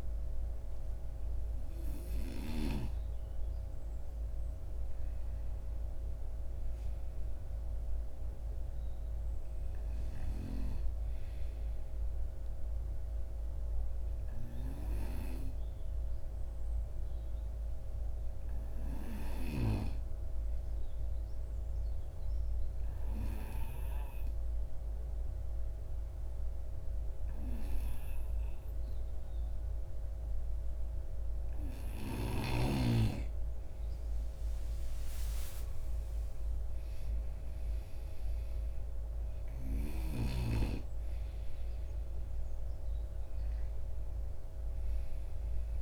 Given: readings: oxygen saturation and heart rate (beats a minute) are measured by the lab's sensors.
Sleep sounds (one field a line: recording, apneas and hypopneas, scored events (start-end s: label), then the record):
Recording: breathing in sleep by a room microphone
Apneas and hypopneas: 1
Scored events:
13.00-32.00 s: obstructive apnea (oxygen 96% before, 90% lowest, heart rate 58 before, 53 extreme, up 10 after)
35.00-39.50 s: arousal
40.00-45.82 s: oxygen desaturation (device-marked, oxygen 95% before, 90% lowest, heart rate 56 before, 51 extreme)
From the record:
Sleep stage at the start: N2 (light sleep)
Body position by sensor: on the right side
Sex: male